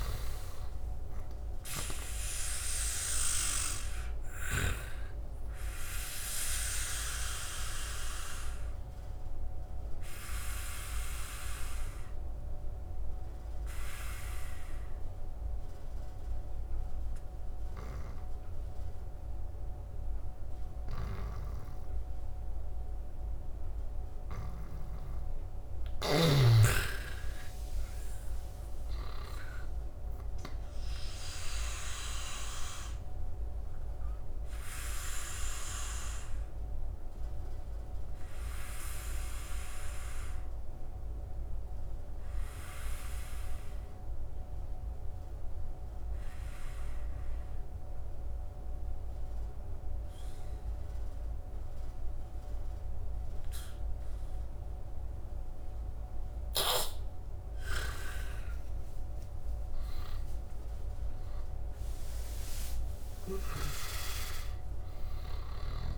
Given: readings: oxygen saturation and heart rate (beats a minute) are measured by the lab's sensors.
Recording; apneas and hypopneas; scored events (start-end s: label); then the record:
breathing in sleep by a room microphone; 2
0.00-1.50 s: arousal
3.00-24.00 s: oxygen desaturation (device-marked, oxygen 100% before, 86% lowest, heart rate 73 before, 69 extreme)
6.00-23.00 s: obstructive apnea (oxygen 100% before, 81% lowest, heart rate 75 before, 71 extreme, up 7 after)
20.50-24.50 s: snoring (device-marked)
25.50-29.50 s: arousal
29.00-53.00 s: oxygen desaturation (device-marked, oxygen 99% before, 86% lowest, heart rate 76 before, 66 extreme)
34.00-55.00 s: obstructive apnea (oxygen 99% before, 81% lowest, heart rate 77 before, 66 extreme, up 15 after)
57.00-61.00 s: arousal
57.00-63.50 s: snoring (device-marked)
64.00-65.98 s: oxygen desaturation (device-marked, oxygen 98% before, 81% lowest, heart rate 72 before, 67 extreme)
From the record:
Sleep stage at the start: N2 (light sleep); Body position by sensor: on the back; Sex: male